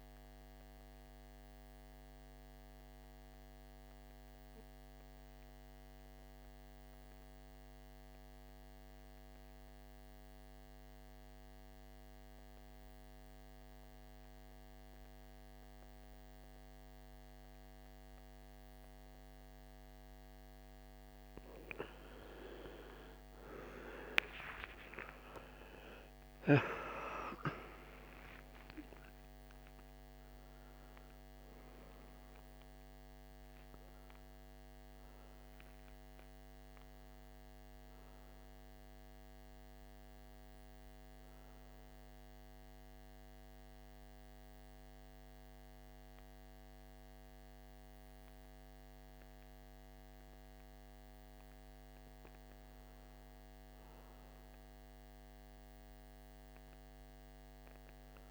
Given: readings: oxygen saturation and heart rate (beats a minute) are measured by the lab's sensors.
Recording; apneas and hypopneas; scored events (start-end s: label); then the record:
breathing in sleep by a microphone on the trachea; 2
3.50-21.00 s: mixed apnea (oxygen 97% before, 83% lowest, heart rate 65 before, 56 extreme, up 17 after)
16.50-51.50 s: oxygen desaturation (device-marked, oxygen 97% before, 83% lowest, heart rate 56 before, 55 extreme)
23.00-28.00 s: arousal
41.50-52.00 s: obstructive apnea (oxygen 97% before, 85% lowest, heart rate 70 before, 55 extreme, up 1 after)
53.50-57.00 s: arousal
From the record:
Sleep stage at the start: N2 (light sleep); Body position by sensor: on the right side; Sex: male